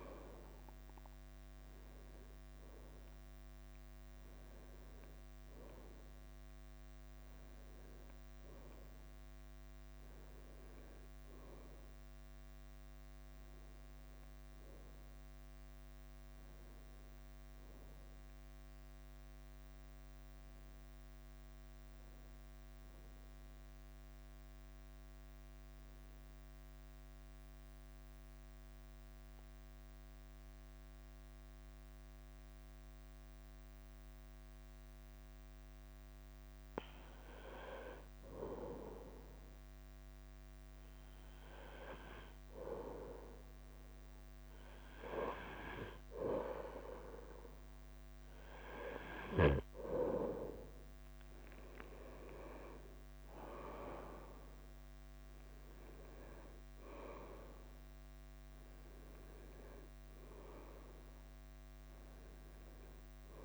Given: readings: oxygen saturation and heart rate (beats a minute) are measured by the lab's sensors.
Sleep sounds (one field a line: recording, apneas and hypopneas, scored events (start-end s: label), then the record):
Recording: breathing in sleep by a microphone on the trachea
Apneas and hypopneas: 1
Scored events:
0.00-4.00 s: oxygen desaturation (device-marked, oxygen 92% lowest, heart rate 52 extreme)
1.00-63.44 s: bradycardia (device-marked, heart rate 53 before, 45 extreme)
6.00-33.00 s: oxygen desaturation (device-marked, oxygen 96% before, 90% lowest, heart rate 63 before, 49 extreme)
18.50-22.00 s: arousal
24.50-37.00 s: mixed apnea (oxygen 96% before, 90% lowest, heart rate 55 before, 45 extreme, up 0 after)
41.00-44.00 s: arousal
46.00-48.00 s: long interval between heartbeats (device-marked, heart rate 51 before, 52 extreme)
46.00-63.44 s: oxygen desaturation (device-marked, oxygen 98% before, 91% lowest, heart rate 51 before, 45 extreme)
52.50-54.50 s: long interval between heartbeats (device-marked, heart rate 50 before, 56 extreme)
From the record:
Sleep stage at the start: N2 (light sleep)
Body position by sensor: on the right side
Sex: male